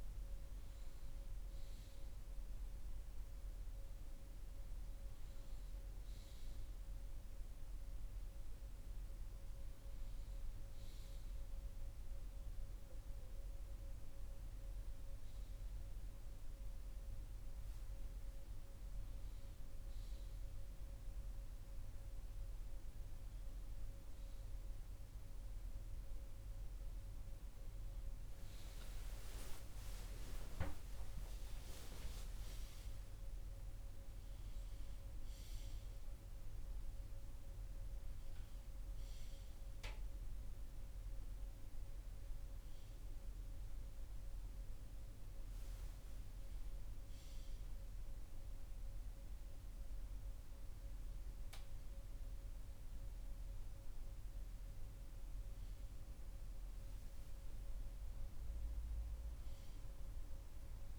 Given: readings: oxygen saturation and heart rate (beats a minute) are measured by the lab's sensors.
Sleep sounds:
a person partly awake in a sleep study, hard to hear, by a room microphone; none
5.50-60.99 s: new sleep stage, N1 (lightest sleep)
28.50-32.50 s: arousal
From the record:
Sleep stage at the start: awake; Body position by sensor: on the left side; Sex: male

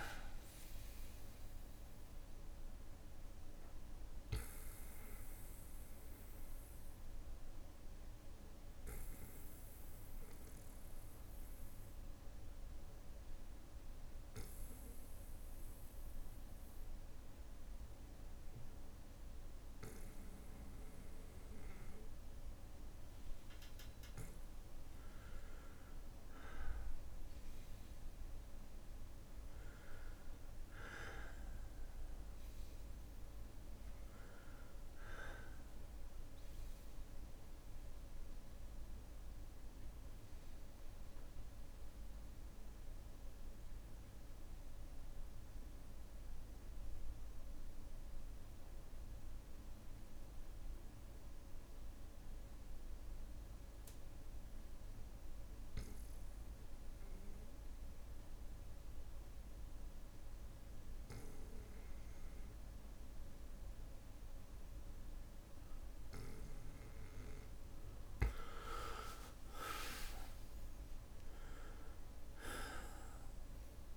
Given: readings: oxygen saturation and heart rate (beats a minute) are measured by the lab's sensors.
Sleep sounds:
breathing in sleep by a room microphone; 2
1.50-21.50 s: bradycardia (device-marked, heart rate 63 before, 57 extreme)
6.50-22.50 s: obstructive apnea (oxygen 99% before, 94% lowest, heart rate 61 before, 55 extreme, up 5 after)
25.00-29.00 s: arousal
34.50-66.50 s: bradycardia (device-marked, heart rate 63 before, 54 extreme)
39.00-66.50 s: obstructive apnea (oxygen 98% before, 93% lowest, heart rate 60 before, 54 extreme, up 4 after)
65.50-73.97 s: oxygen desaturation (device-marked, oxygen 98% before, 93% lowest, heart rate 57 before, 56 extreme)
68.00-72.00 s: arousal
From the record:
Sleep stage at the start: N2 (light sleep); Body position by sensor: on the back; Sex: male

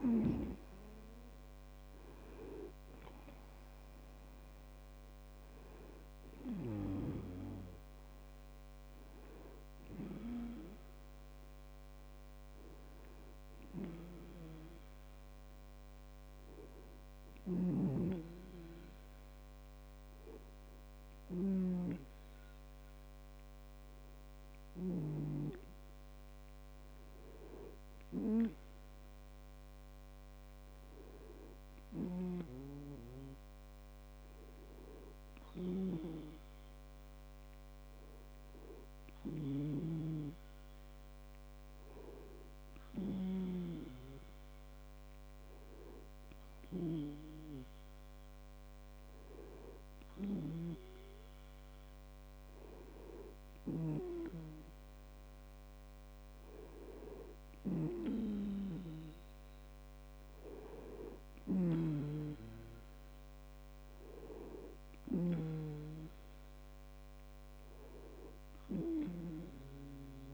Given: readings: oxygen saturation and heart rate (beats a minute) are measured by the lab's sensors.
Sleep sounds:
breathing in sleep by a microphone on the trachea; 1
14.00-29.00 s: hypopnea (oxygen 97% before, 93% lowest)
17.50-25.50 s: snoring (device-marked)
31.00-34.50 s: arousal
32.50-44.00 s: snoring (device-marked)
54.00-66.00 s: snoring (device-marked)
From the record:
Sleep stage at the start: REM sleep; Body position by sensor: on the back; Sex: male

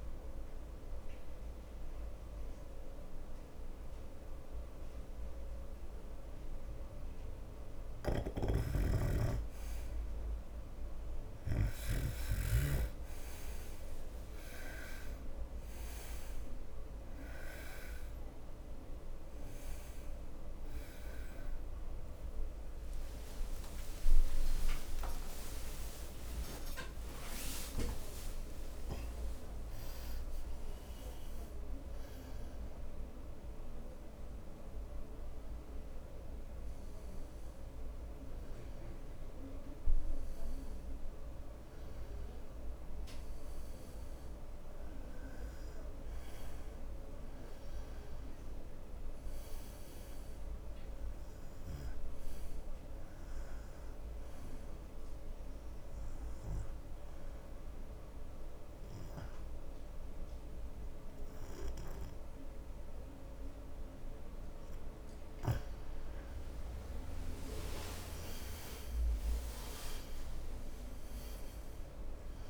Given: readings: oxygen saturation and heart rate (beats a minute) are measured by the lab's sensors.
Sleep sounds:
breathing in sleep by a room microphone; 2
0.50-10.50 s: obstructive apnea (oxygen 91% before, 87% lowest, heart rate 77 before, 75 extreme, up 10 after)
8.50-12.50 s: snoring (device-marked)
23.00-29.50 s: arousal
54.00-66.50 s: obstructive apnea (oxygen 90% before, 89% lowest, heart rate 83 before, 69 extreme, up 16 after)
69.00-72.50 s: arousal
From the record:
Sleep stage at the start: N2 (light sleep); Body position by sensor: on the right side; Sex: male

